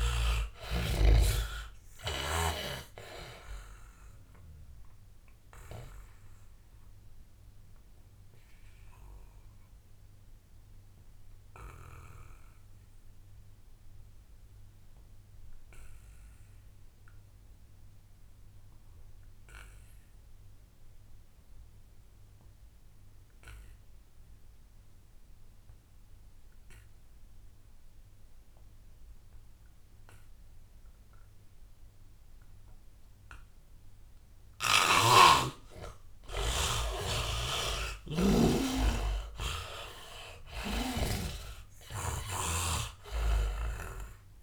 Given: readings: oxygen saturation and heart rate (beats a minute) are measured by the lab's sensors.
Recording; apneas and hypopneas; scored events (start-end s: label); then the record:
breathing in sleep by a room microphone; 1
0.00-21.00 s: oxygen desaturation (device-marked, oxygen 74% lowest, heart rate 73 extreme)
4.00-34.50 s: obstructive apnea (oxygen 99% before, 74% lowest, heart rate 83 before, 73 extreme, up 14 after)
28.00-44.43 s: oxygen desaturation (device-marked, oxygen 99% before, 75% lowest, heart rate 78 before, 74 extreme)
35.00-42.50 s: snoring (device-marked)
37.50-42.00 s: arousal
From the record:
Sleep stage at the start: N2 (light sleep); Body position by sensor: on the back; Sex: male